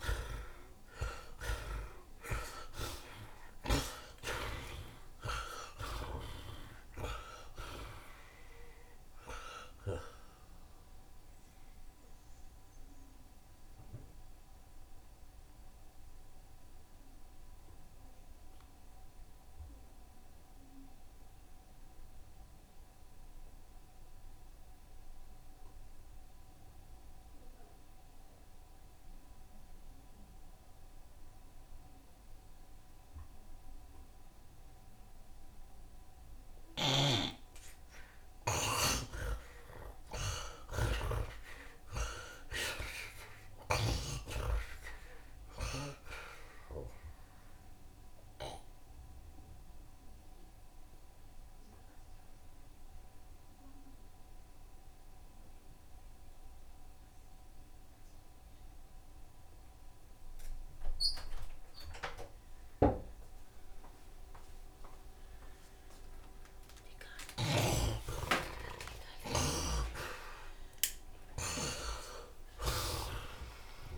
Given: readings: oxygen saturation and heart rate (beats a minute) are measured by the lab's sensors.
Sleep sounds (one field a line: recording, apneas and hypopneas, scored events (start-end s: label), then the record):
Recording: breathing in sleep by a room microphone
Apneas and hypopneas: 2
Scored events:
0.00-2.00 s: arousal
0.00-2.00 s: long interval between heartbeats (device-marked, heart rate 80 before, 81 extreme)
0.00-7.50 s: oxygen desaturation (device-marked, oxygen 48% lowest, heart rate 72 extreme)
9.50-25.50 s: oxygen desaturation (device-marked, oxygen 51% before, 43% lowest, heart rate 81 before, 76 extreme)
10.50-36.50 s: mixed apnea (oxygen 52% before, 43% lowest, heart rate 81 before, 48 extreme, up 6 after)
27.50-60.50 s: oxygen desaturation (device-marked, oxygen 87% before, 48% lowest)
38.50-42.00 s: arousal
47.00-49.00 s: long interval between heartbeats (device-marked, heart rate 80 before, 85 extreme)
49.50-67.00 s: mixed apnea (oxygen 87% before, 48% lowest)
52.50-64.50 s: bradycardia (device-marked, heart rate 78 before, 38 extreme)
53.50-55.50 s: long interval between heartbeats (device-marked, heart rate 80 before, 73 extreme)
56.50-58.50 s: long interval between heartbeats (device-marked, heart rate 78 before, 48 extreme)
59.00-61.00 s: long interval between heartbeats (device-marked, heart rate 76 before, 48 extreme)
62.50-73.98 s: oxygen desaturation (device-marked, oxygen 82% before, 52% lowest)
66.50-68.50 s: long interval between heartbeats (device-marked, heart rate 59 before, 44 extreme)
68.00-72.50 s: arousal
69.50-71.50 s: long interval between heartbeats (device-marked, heart rate 55 before, 71 extreme)
71.50-73.98 s: new sleep stage, N1 (lightest sleep)
72.50-73.98 s: long interval between heartbeats (device-marked, heart rate 55 before, 67 extreme)
From the record:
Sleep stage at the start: N2 (light sleep)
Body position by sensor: on the right side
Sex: male